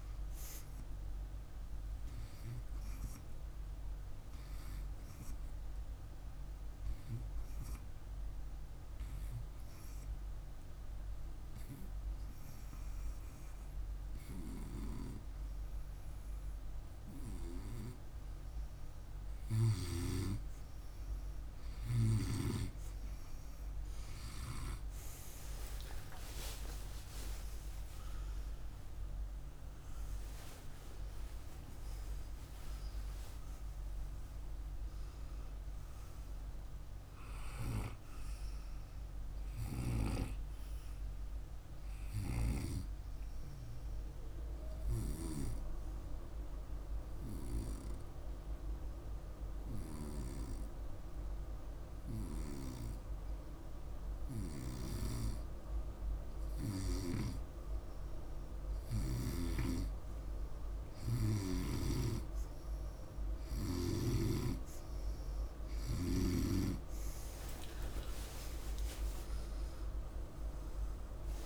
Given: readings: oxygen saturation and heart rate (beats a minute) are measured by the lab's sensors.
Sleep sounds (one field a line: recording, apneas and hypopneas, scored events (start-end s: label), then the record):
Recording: breathing in sleep by a room microphone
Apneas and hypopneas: 2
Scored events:
4.00-17.50 s: hypopnea (oxygen 98% before, 91% lowest, heart rate 67 before, 51 extreme, up 0 after)
25.00-30.00 s: arousal
39.50-40.50 s: oxygen desaturation (device-marked, oxygen 97% before, 91% lowest, heart rate 60 before, 49 extreme)
40.50-58.50 s: hypopnea (oxygen 97% before, 91% lowest, heart rate 60 before, 49 extreme, up 2 after)
61.00-65.50 s: snoring (device-marked)
63.50-71.46 s: new sleep stage, awake
From the record:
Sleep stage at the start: N2 (light sleep)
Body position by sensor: on the right side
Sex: male